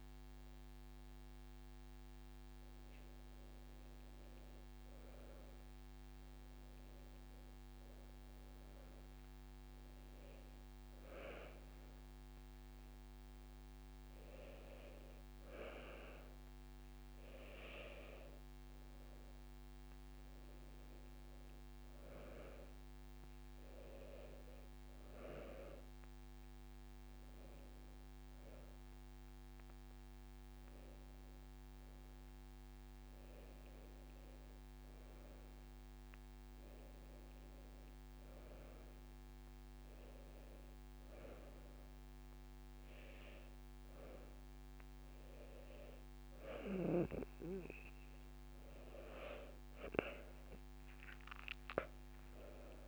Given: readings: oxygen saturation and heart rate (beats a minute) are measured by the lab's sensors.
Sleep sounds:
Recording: breathing in sleep by a microphone on the trachea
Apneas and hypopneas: none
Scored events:
3.50-5.50 s: long interval between heartbeats (device-marked, heart rate 60 before, 72 extreme)
3.50-13.50 s: drop in pulse transit time (device-marked, heart rate 60 before, 37 extreme)
7.50-9.50 s: long interval between heartbeats (device-marked, heart rate 62 before, 46 extreme)
13.00-15.00 s: long interval between heartbeats (device-marked, heart rate 55 before, 66 extreme)
27.00-29.00 s: long interval between heartbeats (device-marked, heart rate 57 before, 73 extreme)
27.50-38.50 s: drop in pulse transit time (device-marked, heart rate 59 before, 37 extreme)
30.00-32.00 s: long interval between heartbeats (device-marked, heart rate 61 before, 59 extreme)
33.00-35.00 s: long interval between heartbeats (device-marked, heart rate 63 before, 45 extreme)
35.50-37.50 s: long interval between heartbeats (device-marked, heart rate 60 before, 45 extreme)
39.50-41.50 s: long interval between heartbeats (device-marked, heart rate 60 before, 64 extreme)
44.50-46.50 s: long interval between heartbeats (device-marked, heart rate 59 before, 45 extreme)
48.00-50.00 s: long interval between heartbeats (device-marked, heart rate 55 before, 36 extreme)
50.50-52.50 s: long interval between heartbeats (device-marked, heart rate 52 before, 55 extreme)
50.50-52.88 s: drop in pulse transit time (device-marked, heart rate 52 before, 55 extreme)
From the record:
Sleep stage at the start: N1 (lightest sleep)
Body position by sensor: on the back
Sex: female

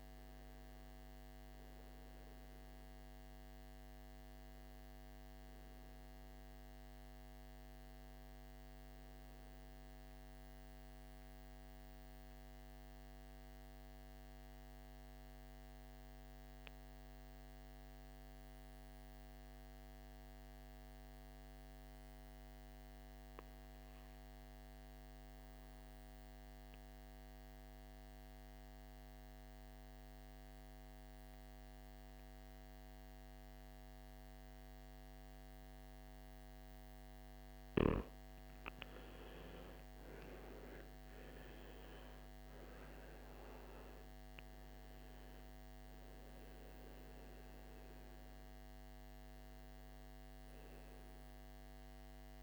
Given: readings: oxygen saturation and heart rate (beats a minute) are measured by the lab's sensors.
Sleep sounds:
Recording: breathing in sleep, hard to hear, by a microphone on the trachea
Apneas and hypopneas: 1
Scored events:
0.00-5.00 s: oxygen desaturation (device-marked, oxygen 90% lowest, heart rate 54 extreme)
10.00-36.50 s: mixed apnea (oxygen 97% before, 86% lowest, heart rate 67 before, 54 extreme, up 14 after)
33.00-52.43 s: oxygen desaturation (device-marked, oxygen 99% before, 86% lowest, heart rate 57 before, 56 extreme)
38.50-43.00 s: arousal
From the record:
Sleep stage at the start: N2 (light sleep)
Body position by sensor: on the right side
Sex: male

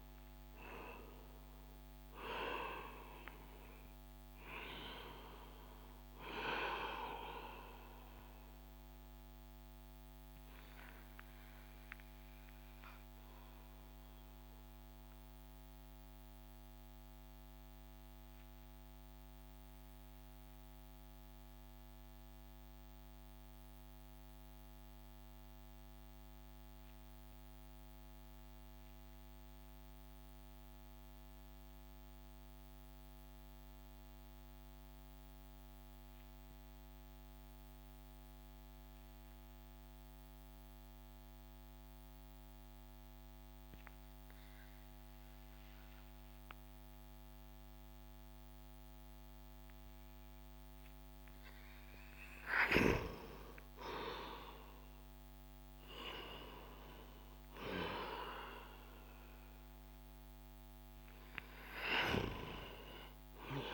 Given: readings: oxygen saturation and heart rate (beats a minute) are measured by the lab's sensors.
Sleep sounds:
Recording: breathing in sleep by a microphone on the trachea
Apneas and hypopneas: 1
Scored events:
0.00-1.00 s: arousal
8.50-51.50 s: obstructive apnea (oxygen 97% before, 88% lowest)
20.50-30.50 s: oxygen desaturation (device-marked, oxygen 94% before, 89% lowest)
46.50-57.50 s: oxygen desaturation (device-marked, oxygen 98% before, 94% lowest)
52.50-56.50 s: arousal
From the record:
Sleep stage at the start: N2 (light sleep)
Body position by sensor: on the back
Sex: male

